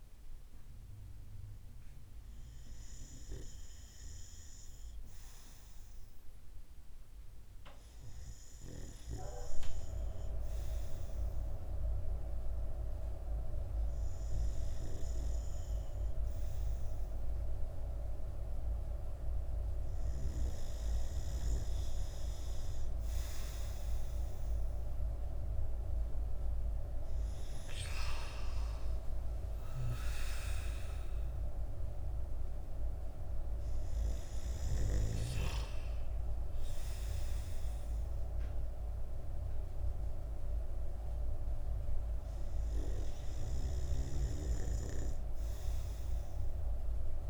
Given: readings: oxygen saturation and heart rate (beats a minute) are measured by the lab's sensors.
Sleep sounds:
breathing in sleep by a room microphone; none
28.50-34.50 s: snoring (device-marked)
From the record:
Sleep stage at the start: REM sleep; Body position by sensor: on the right side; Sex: male

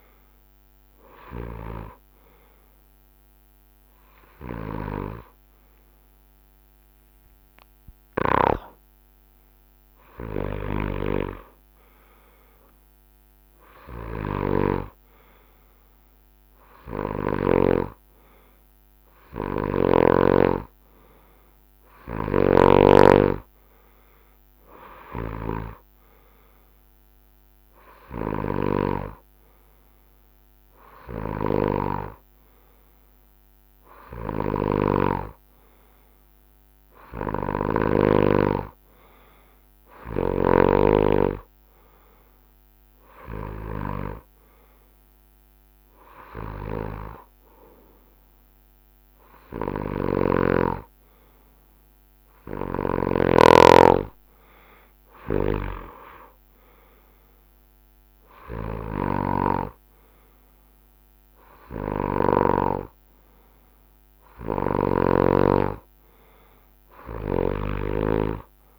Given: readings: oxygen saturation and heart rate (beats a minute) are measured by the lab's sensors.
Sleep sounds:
breathing in sleep by a microphone on the trachea; none
0.00-2.50 s: arousal
14.00-17.50 s: snoring (device-marked)
22.00-38.00 s: snoring (device-marked)
40.50-47.50 s: drop in pulse transit time (device-marked, heart rate 70 before, 72 extreme)
49.50-62.00 s: snoring (device-marked)
64.00-68.00 s: snoring (device-marked)
From the record:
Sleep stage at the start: N2 (light sleep); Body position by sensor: on the front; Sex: male

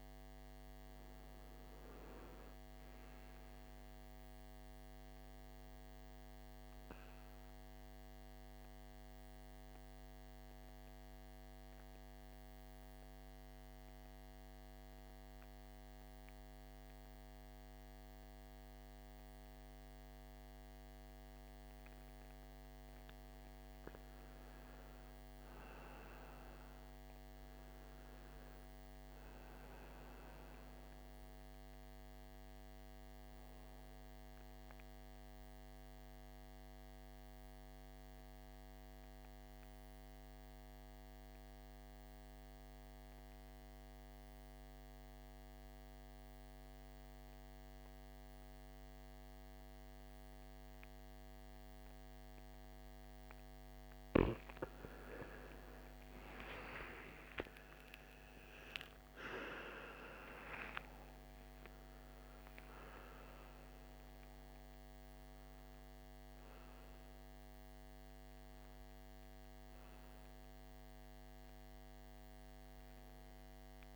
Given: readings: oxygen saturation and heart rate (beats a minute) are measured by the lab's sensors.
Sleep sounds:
breathing in sleep by a microphone on the trachea; 2
0.00-13.50 s: oxygen desaturation (device-marked, oxygen 93% lowest, heart rate 55 extreme)
7.50-21.50 s: central apnea (oxygen 99% before, 86% lowest, heart rate 59 before, 55 extreme, up 10 after)
23.00-27.50 s: arousal
29.50-45.50 s: oxygen desaturation (device-marked, oxygen 96% before, 91% lowest, heart rate 58 before, 57 extreme)
34.50-51.50 s: mixed apnea (oxygen 96% before, 86% lowest, heart rate 60 before, 57 extreme, up 15 after)
55.00-60.00 s: arousal
58.50-73.96 s: oxygen desaturation (device-marked, oxygen 96% before, 86% lowest, heart rate 60 before, 53 extreme)
From the record:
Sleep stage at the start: N2 (light sleep); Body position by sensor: on the right side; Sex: male

